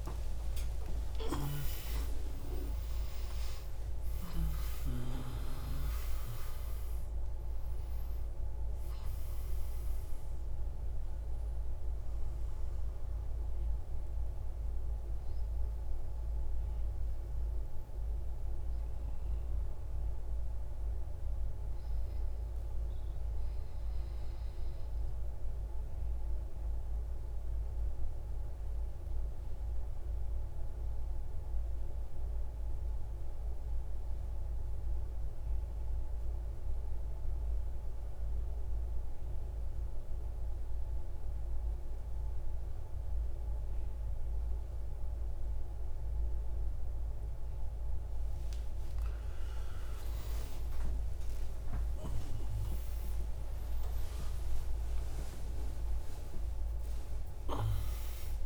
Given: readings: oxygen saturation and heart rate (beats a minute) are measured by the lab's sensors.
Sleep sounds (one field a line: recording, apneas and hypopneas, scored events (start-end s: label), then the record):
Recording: breathing in sleep by a room microphone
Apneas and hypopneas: 1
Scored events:
0.00-16.00 s: oxygen desaturation (device-marked, oxygen 90% lowest)
22.00-47.50 s: central apnea (oxygen 95% before, 91% lowest, heart rate 134 before, 63 extreme, up 25 after)
47.00-58.46 s: oxygen desaturation (device-marked, oxygen 99% before, 91% lowest)
49.50-54.00 s: arousal
From the record:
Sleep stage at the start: N2 (light sleep)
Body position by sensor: on the right side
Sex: male